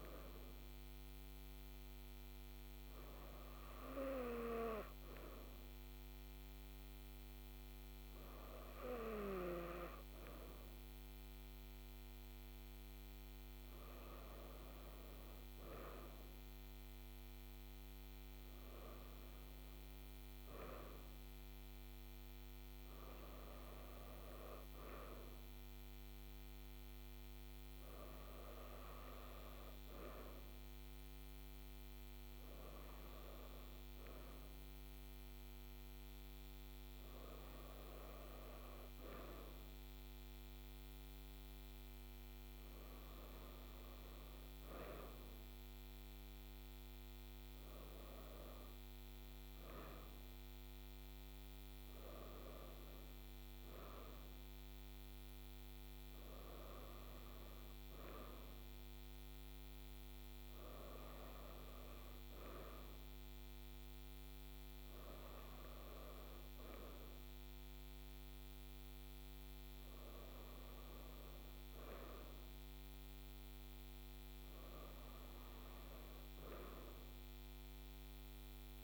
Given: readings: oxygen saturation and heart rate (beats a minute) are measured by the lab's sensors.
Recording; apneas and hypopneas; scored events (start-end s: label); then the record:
breathing in sleep by a microphone on the trachea; none
none scored
From the record:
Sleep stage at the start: N2 (light sleep); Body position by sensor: on the right side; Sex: female